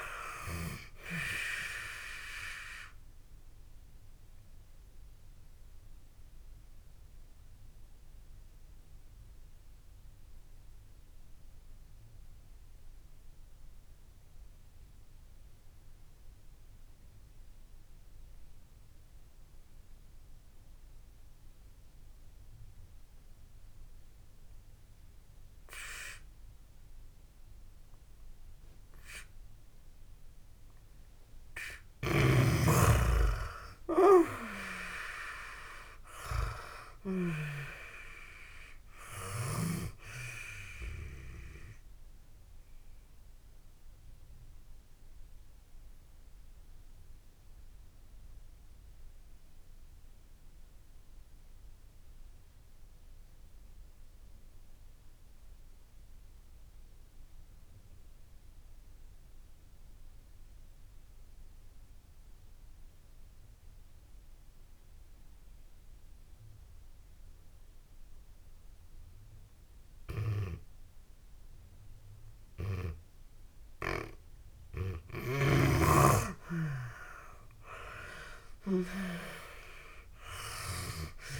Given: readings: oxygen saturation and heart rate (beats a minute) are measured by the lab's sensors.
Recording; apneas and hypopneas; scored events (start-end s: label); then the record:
breathing in sleep by a room microphone; 2
0.00-30.00 s: oxygen desaturation (device-marked, oxygen 97% before, 82% lowest)
3.00-31.00 s: obstructive apnea (oxygen 97% before, 80% lowest)
33.00-36.50 s: arousal
41.50-73.00 s: obstructive apnea (oxygen 96% before, 80% lowest)
47.00-67.00 s: oxygen desaturation (device-marked, oxygen 94% before, 80% lowest)
75.00-78.00 s: arousal
From the record:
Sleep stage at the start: N2 (light sleep); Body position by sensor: on the back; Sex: female